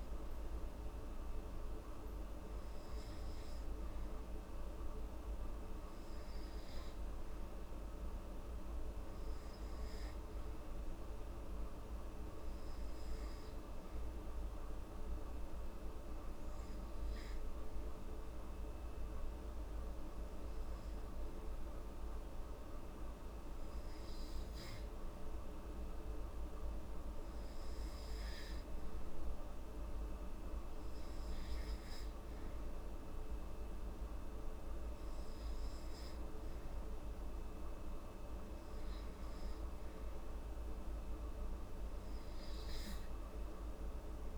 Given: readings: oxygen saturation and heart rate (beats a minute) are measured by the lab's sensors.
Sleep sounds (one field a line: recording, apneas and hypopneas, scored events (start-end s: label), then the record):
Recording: breathing in sleep, hard to hear, by a room microphone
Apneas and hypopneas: 1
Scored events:
13.50-28.00 s: hypopnea (oxygen 97% before, 94% lowest, heart rate 73 before, 69 extreme, up 4 after)
28.50-31.50 s: arousal
39.50-44.38 s: oxygen desaturation (device-marked, oxygen 97% before, 94% lowest, heart rate 71 before, 73 extreme)
From the record:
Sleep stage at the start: N2 (light sleep)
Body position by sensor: on the back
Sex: female